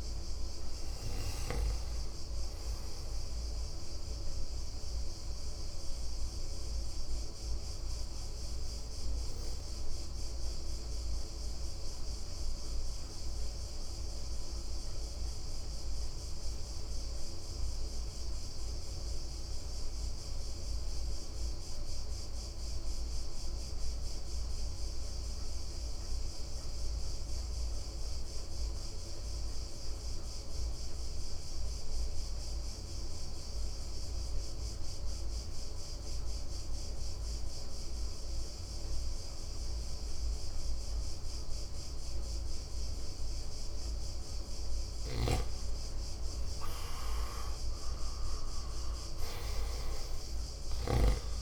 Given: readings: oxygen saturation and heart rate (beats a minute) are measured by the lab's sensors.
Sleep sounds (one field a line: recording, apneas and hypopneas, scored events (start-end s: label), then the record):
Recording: breathing in sleep, hard to hear, by a room microphone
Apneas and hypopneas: 1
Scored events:
0.00-16.50 s: oxygen desaturation (device-marked, oxygen 91% lowest, heart rate 54 extreme)
3.50-45.50 s: mixed apnea (oxygen 97% before, 88% lowest, heart rate 62 before, 54 extreme, up 8 after)
36.50-51.42 s: oxygen desaturation (device-marked, oxygen 97% before, 88% lowest, heart rate 57 before, 55 extreme)
45.00-51.42 s: snoring (device-marked)
47.00-51.00 s: arousal
From the record:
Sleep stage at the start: N2 (light sleep)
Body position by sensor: on the right side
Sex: male